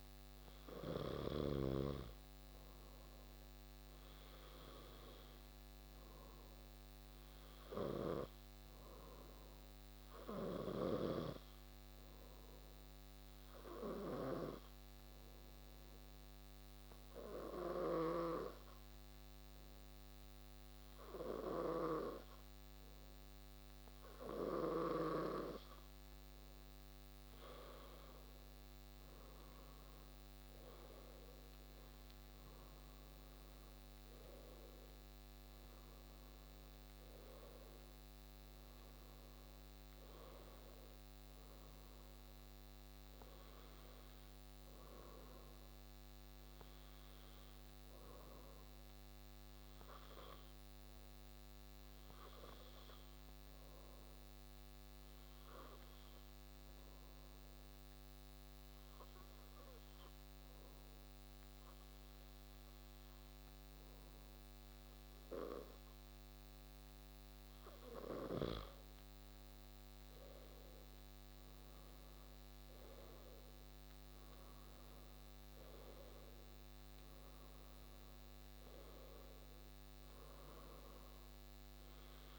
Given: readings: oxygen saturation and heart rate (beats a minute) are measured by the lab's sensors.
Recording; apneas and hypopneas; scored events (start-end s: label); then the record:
breathing in sleep by a microphone on the trachea; 2
9.50-25.50 s: obstructive apnea (oxygen 96% before, 93% lowest)
29.50-34.50 s: arousal
54.00-68.00 s: obstructive apnea (oxygen 96% before, 94% lowest)
69.50-75.00 s: arousal
From the record:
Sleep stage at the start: N2 (light sleep); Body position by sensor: on the back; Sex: male